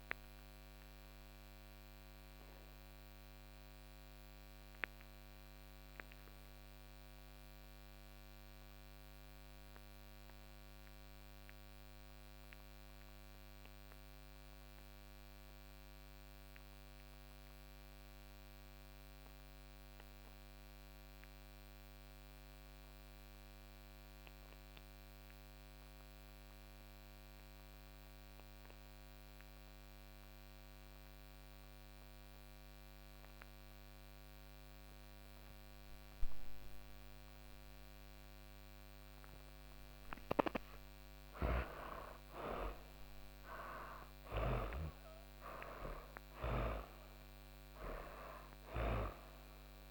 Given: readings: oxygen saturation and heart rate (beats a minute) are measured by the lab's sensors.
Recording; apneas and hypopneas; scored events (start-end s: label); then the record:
breathing in sleep by a microphone on the trachea; 1
0.00-17.50 s: oxygen desaturation (device-marked, oxygen 73% lowest, heart rate 56 extreme)
2.00-39.00 s: obstructive apnea (oxygen 99% before, 73% lowest, heart rate 105 before, 56 extreme, up 53 after)
26.50-49.91 s: oxygen desaturation (device-marked, oxygen 98% before, 73% lowest, heart rate 118 before, 56 extreme)
40.00-43.50 s: snoring (device-marked)
40.00-44.50 s: arousal
From the record:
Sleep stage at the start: N2 (light sleep); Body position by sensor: on the back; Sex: female